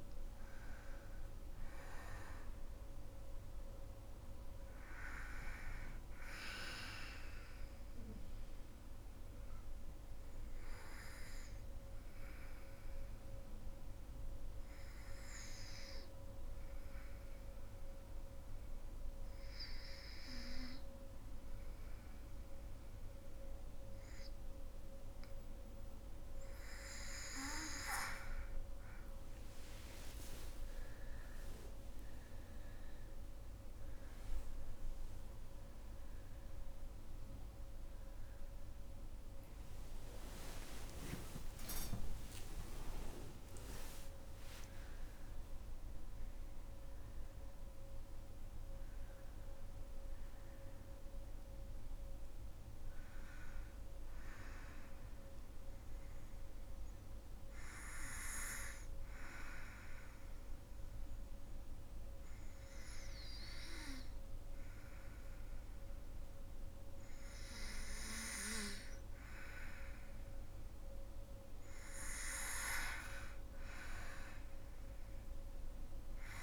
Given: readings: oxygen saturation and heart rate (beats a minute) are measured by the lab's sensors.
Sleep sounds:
a person partly awake in a sleep study, by a room microphone; 2
1.50-17.50 s: oxygen desaturation (device-marked, oxygen 98% before, 94% lowest, heart rate 65 before, 56 extreme)
8.50-26.50 s: obstructive apnea (oxygen 99% before, 90% lowest, heart rate 67 before, 58 extreme, up 15 after)
25.50-55.50 s: new sleep stage, awake
29.50-51.50 s: oxygen desaturation (device-marked, oxygen 98% before, 90% lowest, heart rate 60 before, 62 extreme)
42.00-44.00 s: long interval between heartbeats (device-marked, heart rate 69 before, 82 extreme)
55.50-76.43 s: new sleep stage, N2 (light sleep)
56.50-70.50 s: obstructive apnea (oxygen 98% before, 94% lowest, heart rate 77 before, 62 extreme, up 7 after)
73.00-76.43 s: arousal
73.50-76.43 s: oxygen desaturation (device-marked, oxygen 99% before, 94% lowest, heart rate 64 before, 63 extreme)
From the record:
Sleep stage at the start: N2 (light sleep); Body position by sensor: on the back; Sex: female

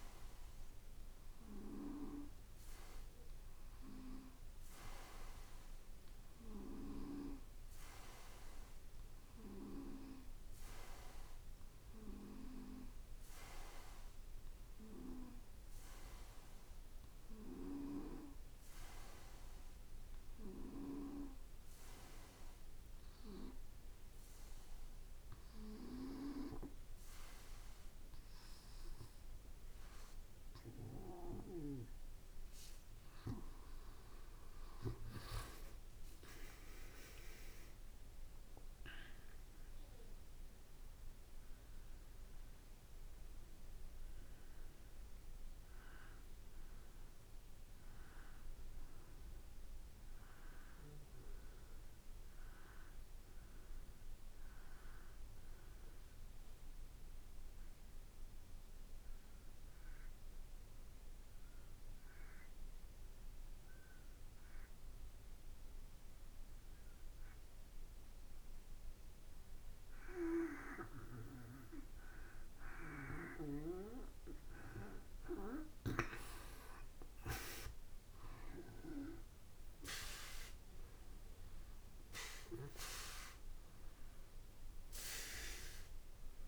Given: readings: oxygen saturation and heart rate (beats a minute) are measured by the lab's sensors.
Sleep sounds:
breathing in sleep by a room microphone; 2
0.00-2.50 s: arousal
17.50-31.00 s: hypopnea (oxygen 95% before, 84% lowest, heart rate 57 before, 53 extreme, up 3 after)
35.00-39.50 s: arousal
36.00-48.00 s: drop in pulse transit time (device-marked, heart rate 57 before, 55 extreme)
53.50-69.50 s: obstructive apnea (oxygen 94% before, 84% lowest, heart rate 57 before, 54 extreme, up 4 after)
72.00-75.50 s: arousal
72.00-86.48 s: oxygen desaturation (device-marked, oxygen 96% before, 84% lowest, heart rate 55 before, 55 extreme)
From the record:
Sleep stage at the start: N2 (light sleep); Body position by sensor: on the back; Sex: male

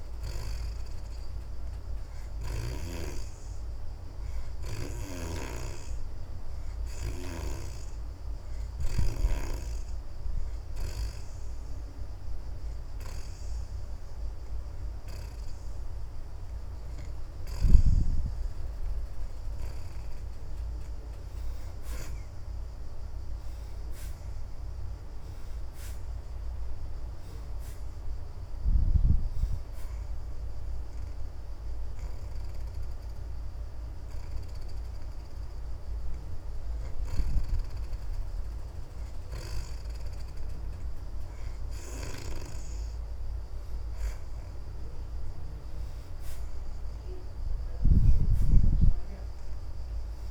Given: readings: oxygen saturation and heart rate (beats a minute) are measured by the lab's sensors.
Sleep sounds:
breathing in sleep by a room microphone; 1
0.00-8.50 s: oxygen desaturation (device-marked, oxygen 66% lowest)
4.00-8.00 s: arousal
10.50-23.00 s: hypopnea (oxygen 73% before, 62% lowest)
18.50-30.50 s: oxygen desaturation (device-marked, oxygen 68% before, 64% lowest)
24.50-28.00 s: arousal
From the record:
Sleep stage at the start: N2 (light sleep); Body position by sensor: on the back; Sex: female

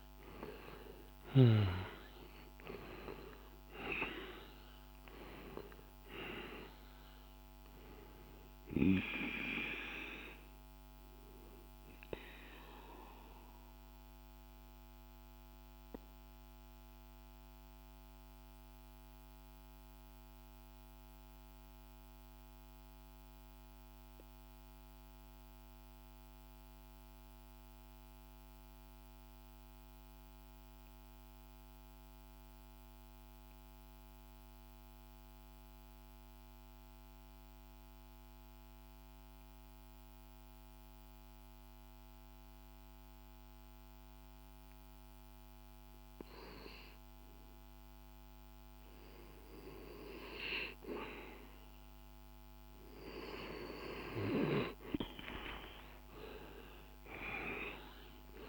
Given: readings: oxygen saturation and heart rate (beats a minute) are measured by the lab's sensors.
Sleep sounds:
breathing in sleep by a microphone on the trachea; 1
0.00-1.50 s: arousal
0.00-22.50 s: oxygen desaturation (device-marked, oxygen 89% lowest, heart rate 47 extreme)
11.50-50.00 s: mixed apnea (oxygen 98% before, 88% lowest, heart rate 61 before, 47 extreme, up 38 after)
39.50-58.49 s: oxygen desaturation (device-marked, oxygen 99% before, 88% lowest, heart rate 49 before, 46 extreme)
53.50-58.00 s: arousal
From the record:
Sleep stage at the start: N2 (light sleep); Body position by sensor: on the back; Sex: male

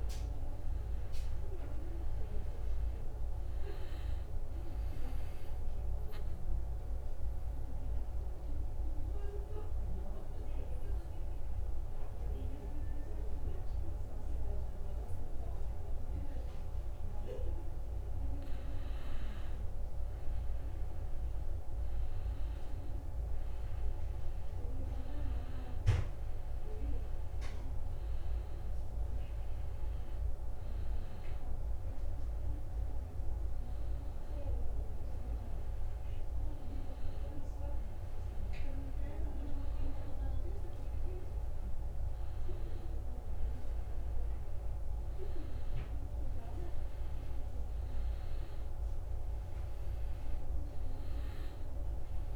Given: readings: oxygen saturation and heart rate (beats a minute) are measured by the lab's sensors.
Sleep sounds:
breathing in sleep, hard to hear, by a room microphone; 1
5.50-18.00 s: obstructive apnea (oxygen 96% before, 91% lowest, heart rate 73 before, 67 extreme, up 8 after)
19.50-23.50 s: arousal
23.50-40.50 s: oxygen desaturation (device-marked, oxygen 96% before, 91% lowest, heart rate 71 before, 68 extreme)
44.00-48.50 s: arousal
From the record:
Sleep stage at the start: N2 (light sleep); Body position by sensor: on the back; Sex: male

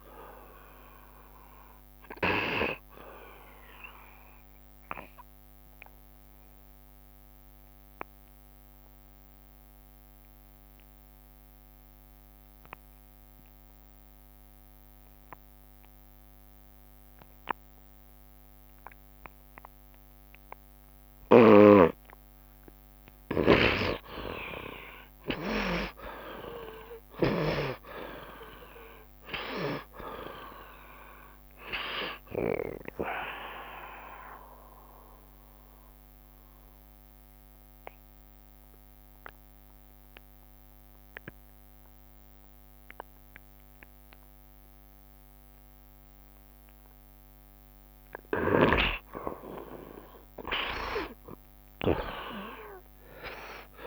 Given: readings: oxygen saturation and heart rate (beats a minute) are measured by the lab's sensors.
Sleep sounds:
breathing in sleep by a microphone on the trachea; 2
0.00-5.00 s: oxygen desaturation (device-marked, oxygen 82% before, 59% lowest)
0.00-53.87 s: bradycardia (device-marked)
2.50-21.00 s: obstructive apnea (oxygen 82% before, 54% lowest)
7.00-50.00 s: oxygen desaturation (device-marked, oxygen 75% before, 54% lowest)
22.50-26.00 s: arousal
23.50-28.00 s: snoring (device-marked)
30.00-53.87 s: new sleep stage, N2 (light sleep)
32.00-34.00 s: long interval between heartbeats (device-marked)
33.00-47.50 s: mixed apnea (oxygen 75% before, 54% lowest)
49.00-51.00 s: long interval between heartbeats (device-marked)
50.00-53.87 s: arousal
52.00-53.87 s: oxygen desaturation (device-marked, oxygen 82% before, 57% lowest)
From the record:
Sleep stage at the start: N1 (lightest sleep); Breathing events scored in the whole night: 199 in 3.3 hours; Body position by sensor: on the right side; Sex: male

